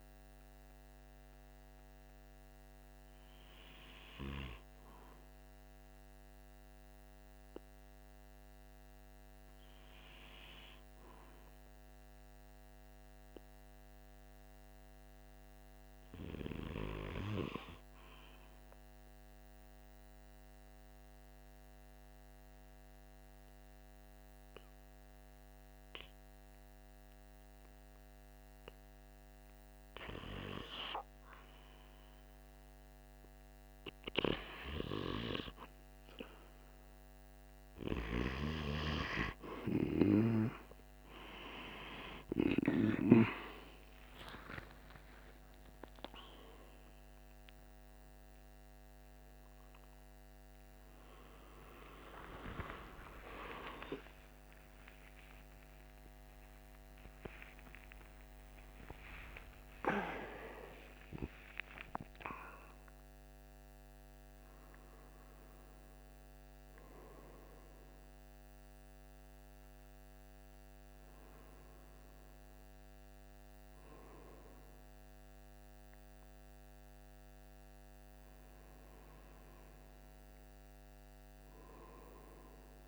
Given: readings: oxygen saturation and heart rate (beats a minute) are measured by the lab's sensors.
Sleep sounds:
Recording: a person awake in a sleep study, by a microphone on the trachea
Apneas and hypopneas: 1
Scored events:
0.00-7.50 s: oxygen desaturation (device-marked, oxygen 91% lowest, heart rate 45 extreme)
0.50-32.00 s: hypopnea (oxygen 97% before, 91% lowest, heart rate 50 before, 46 extreme, up 2 after)
30.50-82.88 s: new sleep stage, awake
38.50-54.50 s: oxygen desaturation (device-marked, oxygen 97% before, 92% lowest, heart rate 47 before, 52 extreme)
From the record:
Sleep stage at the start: REM sleep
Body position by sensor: on the right side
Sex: male

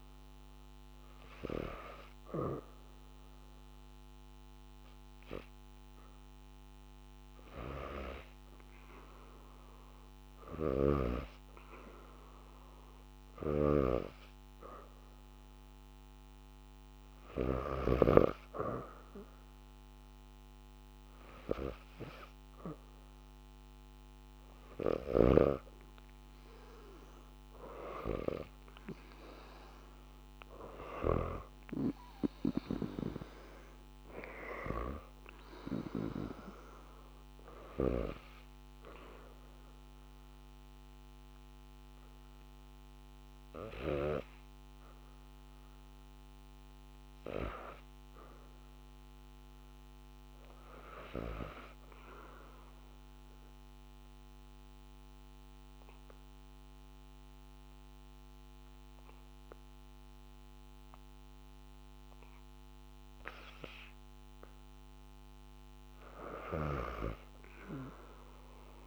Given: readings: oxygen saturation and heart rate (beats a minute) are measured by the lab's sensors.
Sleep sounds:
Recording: breathing in sleep by a microphone on the trachea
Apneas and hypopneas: 2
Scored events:
0.00-23.00 s: oxygen desaturation (device-marked, oxygen 92% lowest, heart rate 76 extreme)
3.50-16.00 s: hypopnea (oxygen 98% before, 92% lowest, heart rate 80 before, 76 extreme, up 2 after)
10.00-17.50 s: snoring (device-marked)
17.50-21.50 s: arousal
24.50-31.00 s: snoring (device-marked)
41.50-45.50 s: arousal
50.50-63.50 s: obstructive apnea (oxygen 97% before, 80% lowest, heart rate 80 before, 68 extreme)
57.00-68.87 s: oxygen desaturation (device-marked, oxygen 97% before, 93% lowest, heart rate 79 before, 68 extreme)
66.00-68.87 s: arousal
From the record:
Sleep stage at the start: N2 (light sleep)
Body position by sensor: on the back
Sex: female

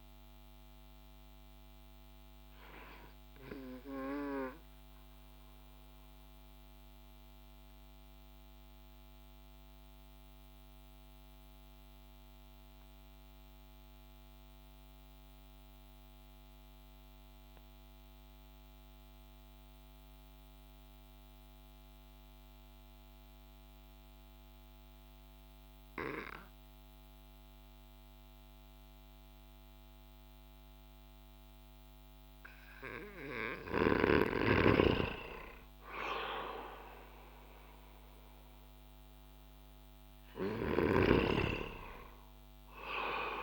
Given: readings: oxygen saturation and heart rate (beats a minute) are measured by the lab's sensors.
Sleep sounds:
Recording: breathing in sleep by a microphone on the trachea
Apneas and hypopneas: 1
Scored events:
5.00-33.50 s: mixed apnea (oxygen 94% before, 90% lowest)
35.50-39.50 s: arousal
41.50-43.42 s: new sleep stage, REM sleep
From the record:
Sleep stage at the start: N2 (light sleep)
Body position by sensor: on the back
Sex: male

